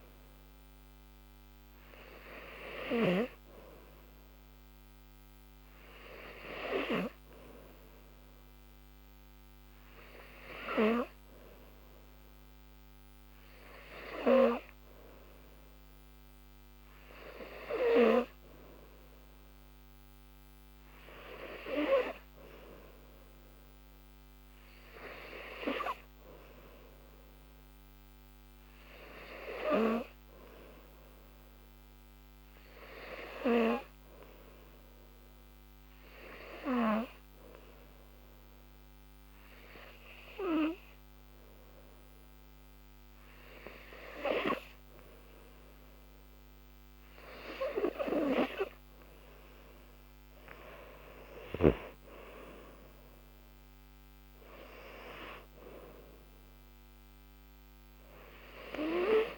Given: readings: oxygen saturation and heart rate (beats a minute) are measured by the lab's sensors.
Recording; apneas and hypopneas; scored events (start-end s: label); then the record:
breathing in sleep by a microphone on the trachea; none
51.00-54.50 s: arousal
From the record:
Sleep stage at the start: N3 (deep sleep); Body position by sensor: on the back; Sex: female